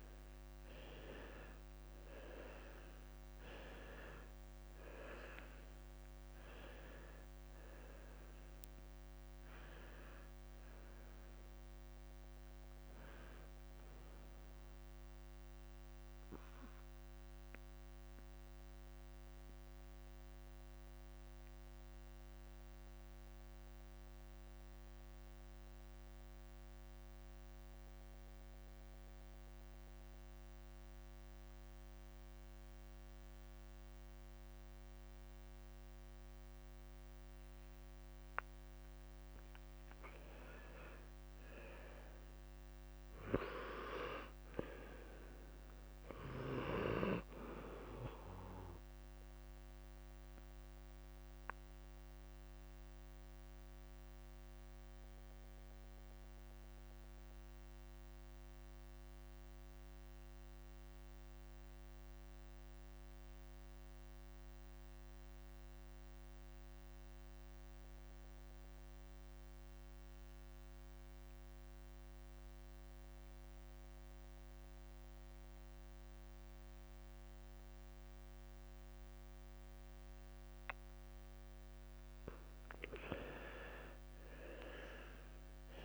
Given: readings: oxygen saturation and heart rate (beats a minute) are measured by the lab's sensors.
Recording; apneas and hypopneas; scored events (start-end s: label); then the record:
breathing in sleep by a microphone on the trachea; 2
0.00-1.50 s: arousal
0.00-35.50 s: oxygen desaturation (device-marked, oxygen 86% lowest, heart rate 33 extreme)
0.50-2.50 s: long interval between heartbeats (device-marked, heart rate 64 before, 58 extreme)
4.00-6.00 s: long interval between heartbeats (device-marked, heart rate 63 before, 45 extreme)
9.00-11.00 s: long interval between heartbeats (device-marked, heart rate 62 before, 48 extreme)
14.00-16.00 s: long interval between heartbeats (device-marked, heart rate 57 before, 98 extreme)
16.00-40.00 s: central apnea (oxygen 96% before, 86% lowest, heart rate 58 before, 36 extreme, up 1 after)
30.50-32.50 s: long interval between heartbeats (device-marked, heart rate 66 before, 98 extreme)
37.00-39.00 s: long interval between heartbeats (device-marked, heart rate 70 before, 53 extreme)
40.50-42.50 s: long interval between heartbeats (device-marked, heart rate 66 before, 45 extreme)
41.50-45.50 s: arousal
43.50-45.50 s: long interval between heartbeats (device-marked, heart rate 65 before, 37 extreme)
49.50-70.50 s: oxygen desaturation (device-marked, oxygen 98% before, 90% lowest, heart rate 60 before, 25 extreme)
50.50-81.50 s: mixed apnea (oxygen 98% before, 84% lowest, heart rate 57 before, 25 extreme, up 51 after)
57.00-59.00 s: long interval between heartbeats (device-marked, heart rate 48 before, 85 extreme)
59.00-61.00 s: long interval between heartbeats (device-marked, heart rate 52 before, 87 extreme)
65.00-67.00 s: long interval between heartbeats (device-marked, heart rate 62 before, 25 extreme)
68.50-70.50 s: long interval between heartbeats (device-marked, heart rate 59 before, 38 extreme)
74.00-76.00 s: long interval between heartbeats (device-marked, heart rate 60 before, 67 extreme)
79.50-85.85 s: oxygen desaturation (device-marked, oxygen 95% before, 84% lowest)
84.00-85.85 s: arousal
From the record:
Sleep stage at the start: N2 (light sleep); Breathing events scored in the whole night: 305 in 3.8 hours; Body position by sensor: on the left side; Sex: male